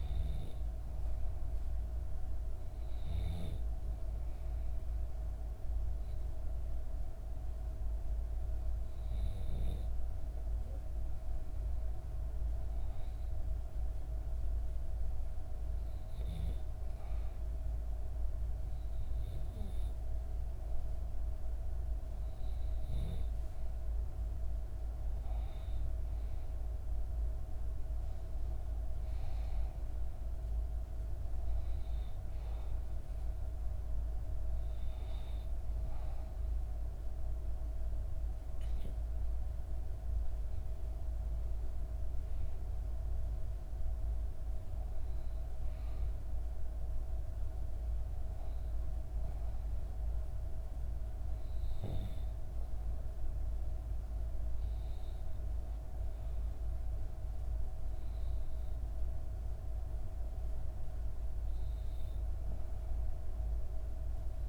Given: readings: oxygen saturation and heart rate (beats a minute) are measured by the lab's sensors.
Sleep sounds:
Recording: breathing in sleep, hard to hear, by a room microphone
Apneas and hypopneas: 1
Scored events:
3.50-21.50 s: hypopnea (oxygen 97% before, 94% lowest, heart rate 65 before, 62 extreme, up 3 after)
23.00-27.00 s: arousal
From the record:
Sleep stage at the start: REM sleep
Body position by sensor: on the back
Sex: female

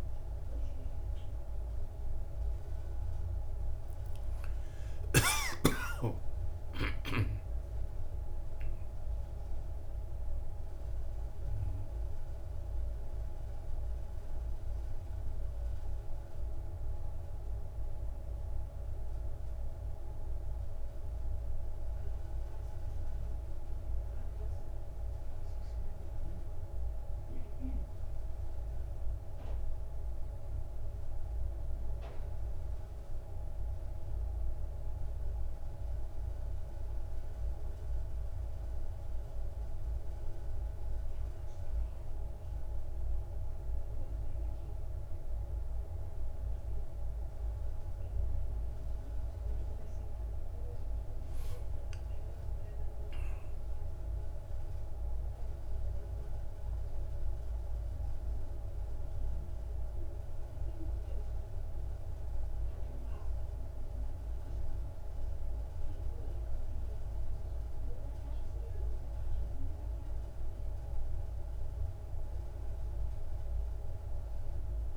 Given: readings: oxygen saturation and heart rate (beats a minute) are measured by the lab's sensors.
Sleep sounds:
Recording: a person awake in a sleep study, hard to hear, by a room microphone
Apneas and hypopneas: none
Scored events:
3.50-63.50 s: new sleep stage, awake
51.50-55.00 s: arousal
63.50-74.97 s: new sleep stage, N2 (light sleep)
From the record:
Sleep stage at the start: N2 (light sleep)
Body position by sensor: on the back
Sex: male

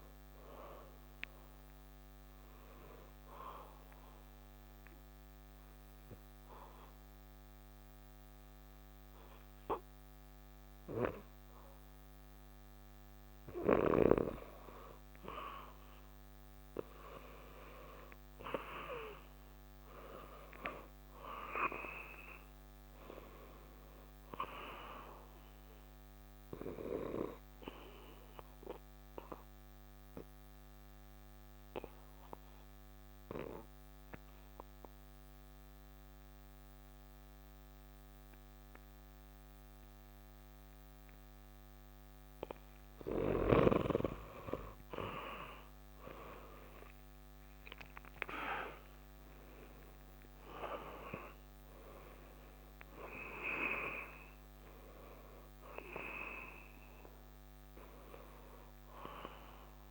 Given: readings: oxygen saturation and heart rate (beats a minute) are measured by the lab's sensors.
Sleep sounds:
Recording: breathing in sleep by a microphone on the trachea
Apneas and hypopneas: 2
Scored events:
0.00-12.00 s: oxygen desaturation (device-marked, oxygen 85% lowest, heart rate 65 extreme)
3.00-16.50 s: obstructive apnea (oxygen 96% before, 85% lowest, heart rate 67 before, 65 extreme, up 2 after)
18.00-22.00 s: arousal
24.00-37.00 s: oxygen desaturation (device-marked, oxygen 97% before, 92% lowest, heart rate 66 before, 65 extreme)
25.00-43.50 s: obstructive apnea (oxygen 97% before, 85% lowest, heart rate 66 before, 65 extreme, up 1 after)
45.00-59.91 s: oxygen desaturation (device-marked, oxygen 95% before, 85% lowest, heart rate 68 before, 64 extreme)
47.00-51.00 s: arousal
From the record:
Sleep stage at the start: N2 (light sleep)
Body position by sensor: on the back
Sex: male

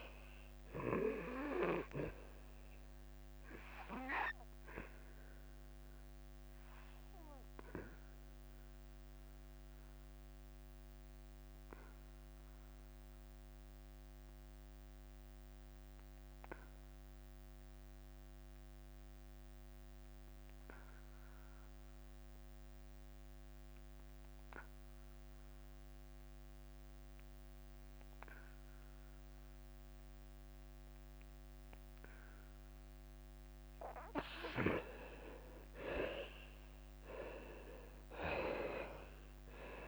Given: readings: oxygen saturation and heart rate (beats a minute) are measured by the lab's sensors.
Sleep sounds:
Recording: breathing in sleep by a microphone on the trachea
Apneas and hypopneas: 1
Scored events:
0.00-1.00 s: arousal
0.00-10.50 s: drop in pulse transit time (device-marked, heart rate 88 extreme)
0.00-22.50 s: oxygen desaturation (device-marked, oxygen 79% lowest, heart rate 87 extreme)
7.00-34.00 s: obstructive apnea (oxygen 97% before, 77% lowest, heart rate 89 before, 87 extreme, up 7 after)
33.50-39.88 s: oxygen desaturation (device-marked, oxygen 98% before, 77% lowest, heart rate 89 before, 86 extreme)
36.50-39.88 s: arousal
36.50-39.88 s: drop in pulse transit time (device-marked, heart rate 89 before, 91 extreme)
From the record:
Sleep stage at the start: N2 (light sleep)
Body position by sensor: on the back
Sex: male

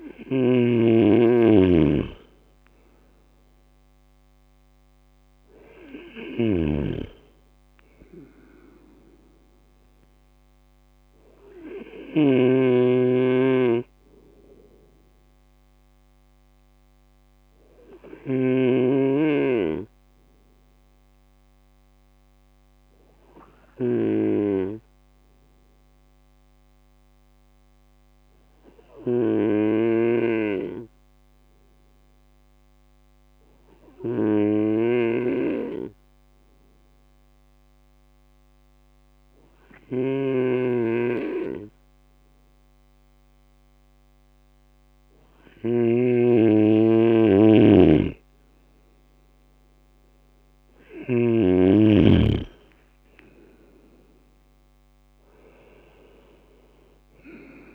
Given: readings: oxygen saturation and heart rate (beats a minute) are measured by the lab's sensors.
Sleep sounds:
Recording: breathing in sleep by a microphone on the trachea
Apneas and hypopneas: 1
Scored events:
0.00-51.00 s: snoring (device-marked)
19.00-48.50 s: hypopnea (oxygen 98% before, 96% lowest, heart rate 63 before, 54 extreme, up 1 after)
51.00-55.50 s: arousal
From the record:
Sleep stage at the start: N2 (light sleep)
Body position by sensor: on the right side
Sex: male

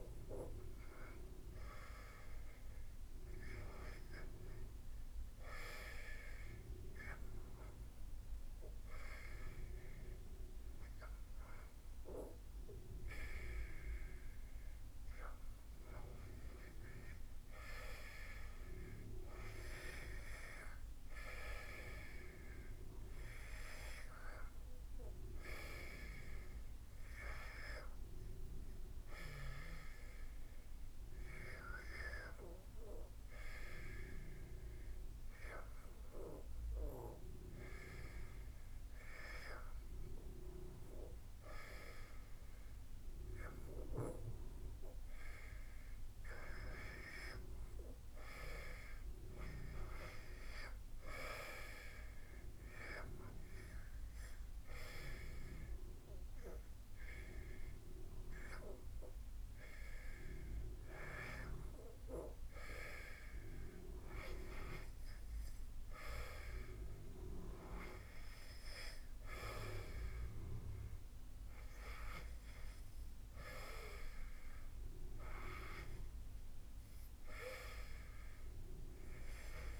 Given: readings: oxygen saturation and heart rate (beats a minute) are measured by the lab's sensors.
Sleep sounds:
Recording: breathing in sleep by a room microphone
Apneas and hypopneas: 2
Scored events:
0.00-11.00 s: oxygen desaturation (device-marked, oxygen 90% lowest, heart rate 77 extreme)
5.50-16.00 s: hypopnea (oxygen 96% before, 90% lowest, heart rate 80 before, 76 extreme, up 3 after)
21.00-25.50 s: arousal
29.50-46.00 s: hypopnea (oxygen 94% before, 91% lowest, heart rate 81 before, 76 extreme, up 5 after)
47.50-50.50 s: arousal
49.00-69.00 s: oxygen desaturation (device-marked, oxygen 95% before, 91% lowest, heart rate 77 before, 76 extreme)
From the record:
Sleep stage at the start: N2 (light sleep)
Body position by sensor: on the back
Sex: male

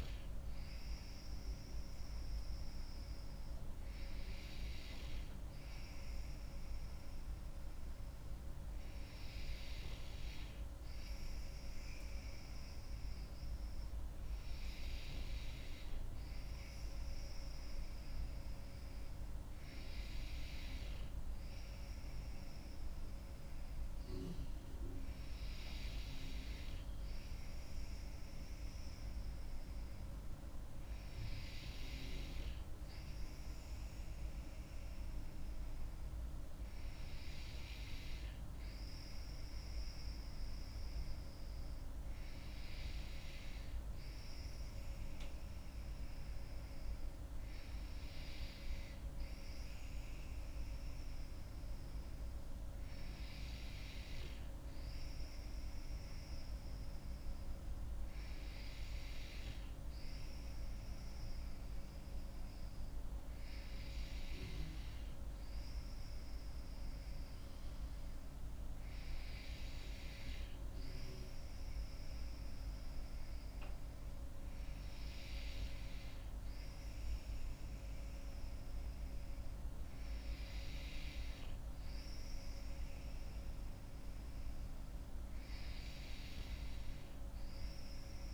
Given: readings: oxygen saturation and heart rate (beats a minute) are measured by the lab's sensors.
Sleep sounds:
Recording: breathing in sleep, hard to hear, by a room microphone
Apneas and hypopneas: none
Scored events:
none scored
From the record:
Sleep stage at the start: N2 (light sleep)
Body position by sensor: on the back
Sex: female

